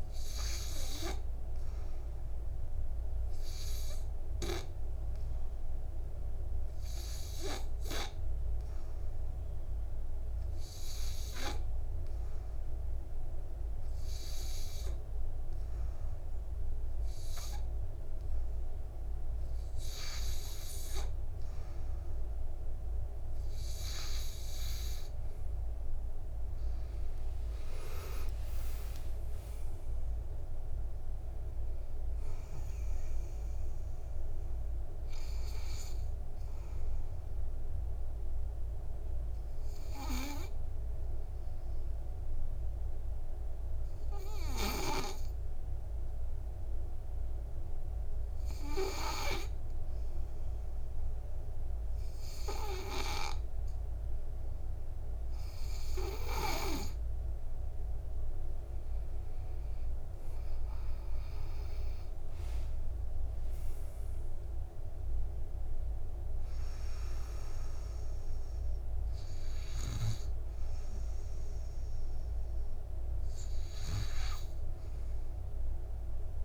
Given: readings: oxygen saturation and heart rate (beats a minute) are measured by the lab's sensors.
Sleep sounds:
breathing in sleep by a room microphone; 1
27.00-31.50 s: arousal
38.50-49.50 s: obstructive apnea (oxygen 93% before, 90% lowest, heart rate 63 before, 54 extreme, up 8 after)
59.00-63.00 s: arousal
62.50-76.45 s: oxygen desaturation (device-marked, oxygen 99% before, 93% lowest, heart rate 63 before, 54 extreme)
From the record:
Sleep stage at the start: N2 (light sleep); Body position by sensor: on the back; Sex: male

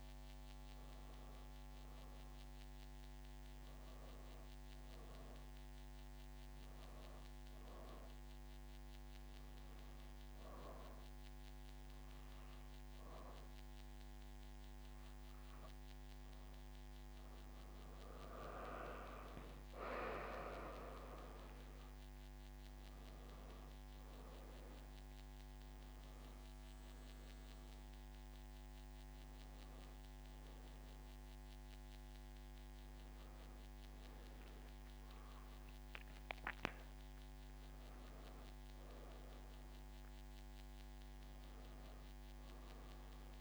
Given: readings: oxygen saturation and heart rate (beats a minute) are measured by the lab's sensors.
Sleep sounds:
breathing in sleep by a microphone on the trachea; 1
7.50-17.50 s: obstructive apnea (oxygen 94% before, 88% lowest)
18.50-35.50 s: oxygen desaturation (device-marked, oxygen 94% before, 88% lowest)
20.00-23.00 s: arousal
From the record:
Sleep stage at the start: N2 (light sleep); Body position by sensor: on the back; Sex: female

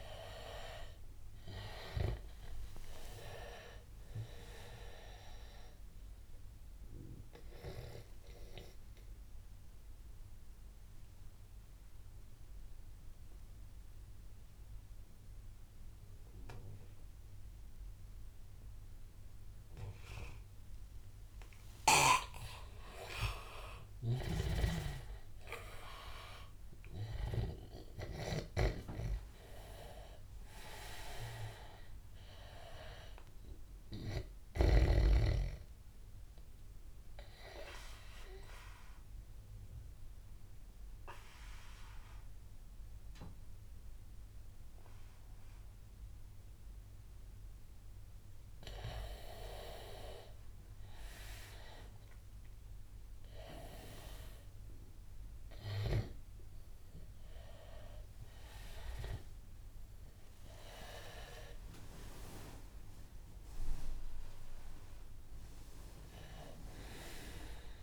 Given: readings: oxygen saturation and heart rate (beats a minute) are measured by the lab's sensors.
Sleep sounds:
breathing in sleep by a room microphone; 2
1.50-12.50 s: oxygen desaturation (device-marked, oxygen 98% before, 94% lowest, heart rate 92 before, 85 extreme)
8.00-22.50 s: obstructive apnea (oxygen 98% before, 92% lowest, heart rate 92 before, 85 extreme, up 7 after)
24.00-27.00 s: arousal
26.50-44.50 s: oxygen desaturation (device-marked, oxygen 98% before, 92% lowest, heart rate 89 before, 90 extreme)
28.50-35.00 s: snoring (device-marked)
36.50-47.50 s: obstructive apnea (oxygen 98% before, 92% lowest, heart rate 91 before, 90 extreme, up 2 after)
50.50-53.50 s: arousal
59.50-67.83 s: new sleep stage, N1 (lightest sleep)
59.50-67.83 s: oxygen desaturation (device-marked, oxygen 98% before, 93% lowest, heart rate 92 before, 86 extreme)
From the record:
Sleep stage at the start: N2 (light sleep); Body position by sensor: on the back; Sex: male

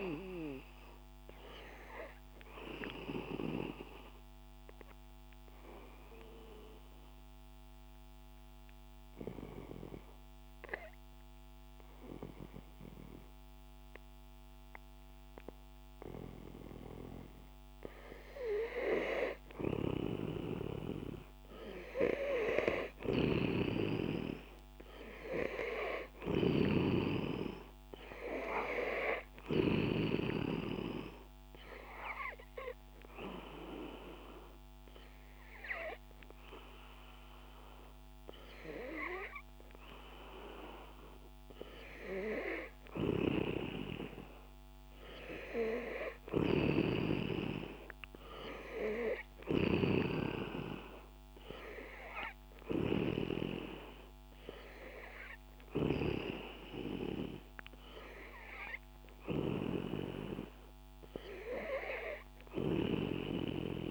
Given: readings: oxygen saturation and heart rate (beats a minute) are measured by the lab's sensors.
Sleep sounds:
breathing in sleep by a microphone on the trachea; 2
3.00-20.00 s: oxygen desaturation (device-marked, oxygen 98% before, 89% lowest, heart rate 67 before, 62 extreme)
4.00-19.00 s: obstructive apnea (oxygen 98% before, 89% lowest, heart rate 68 before, 62 extreme, up 5 after)
23.00-27.00 s: arousal
31.00-48.00 s: oxygen desaturation (device-marked, oxygen 97% before, 90% lowest, heart rate 65 before, 64 extreme)
32.00-44.00 s: obstructive apnea (oxygen 97% before, 90% lowest, heart rate 65 before, 64 extreme, up 7 after)
48.50-53.00 s: arousal
From the record:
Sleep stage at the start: N2 (light sleep); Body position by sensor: on the back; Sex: male

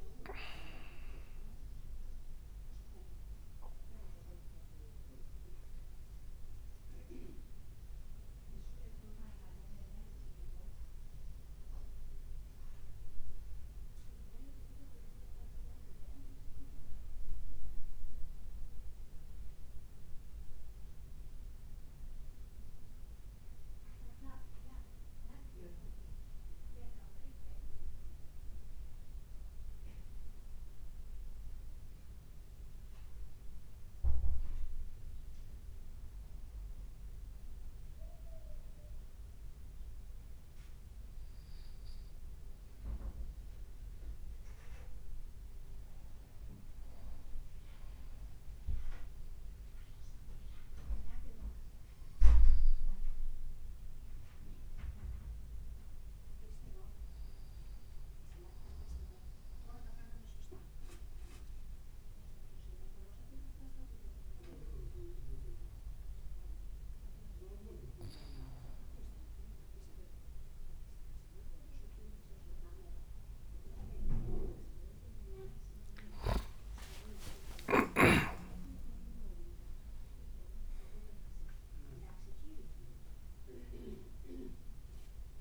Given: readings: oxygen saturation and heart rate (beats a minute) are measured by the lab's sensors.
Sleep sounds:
breathing in sleep by a room microphone; 1
48.00-52.00 s: arousal
57.50-68.00 s: obstructive apnea (oxygen 97% before, 92% lowest, heart rate 52 before, 52 extreme, up 2 after)
71.00-75.50 s: arousal
75.00-79.50 s: leg movement (device-marked)
76.50-78.50 s: long interval between heartbeats (device-marked, heart rate 53 before, 61 extreme)
77.00-85.41 s: new sleep stage, N1 (lightest sleep)
From the record:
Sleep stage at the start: N2 (light sleep); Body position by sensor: on the back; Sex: male

